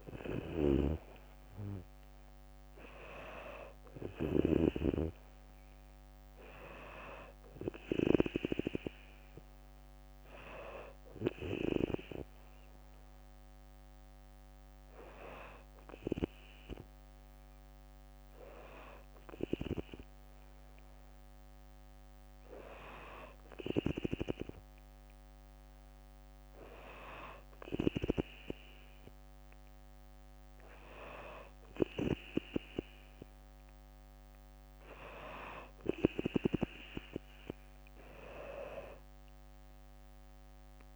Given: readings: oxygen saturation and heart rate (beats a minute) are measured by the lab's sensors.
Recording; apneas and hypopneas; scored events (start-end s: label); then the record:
breathing in sleep by a microphone on the trachea; 1
0.00-3.00 s: arousal
0.00-4.00 s: snoring (device-marked)
12.50-24.50 s: hypopnea (oxygen 97% before, 94% lowest, heart rate 63 before, 61 extreme, up 0 after)
From the record:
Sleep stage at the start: N2 (light sleep); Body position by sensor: on the back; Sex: female